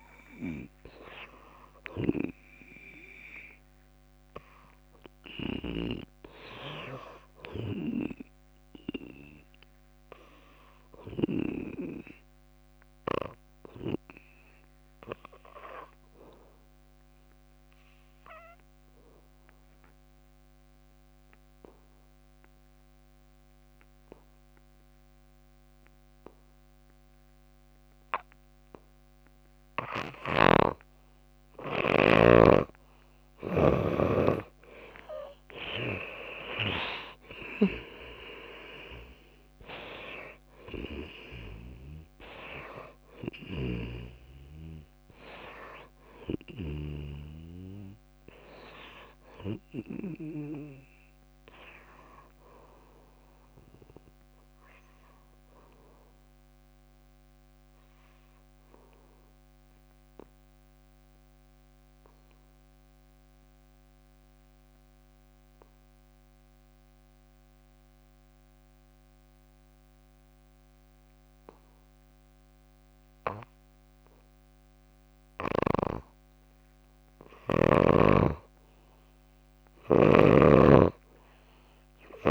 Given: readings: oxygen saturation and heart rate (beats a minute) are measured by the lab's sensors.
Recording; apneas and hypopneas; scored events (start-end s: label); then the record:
breathing in sleep by a microphone on the trachea; 2
0.00-7.50 s: oxygen desaturation (device-marked, oxygen 85% lowest, heart rate 65 extreme)
10.00-30.00 s: obstructive apnea (oxygen 96% before, 69% lowest, heart rate 69 before, 59 extreme, up 16 after)
27.50-60.50 s: oxygen desaturation (device-marked, oxygen 94% before, 69% lowest, heart rate 69 before, 57 extreme)
30.00-34.00 s: snoring (device-marked)
34.50-39.50 s: arousal
35.50-37.50 s: long interval between heartbeats (device-marked, heart rate 70 before, 82 extreme)
43.50-47.00 s: snoring (device-marked)
56.50-76.00 s: obstructive apnea (oxygen 93% before, 84% lowest, heart rate 70 before, 56 extreme, up 5 after)
77.50-81.00 s: arousal
79.50-82.31 s: oxygen desaturation (device-marked, oxygen 99% before, 84% lowest, heart rate 60 before, 56 extreme)
From the record:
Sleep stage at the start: N2 (light sleep); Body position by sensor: on the back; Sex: female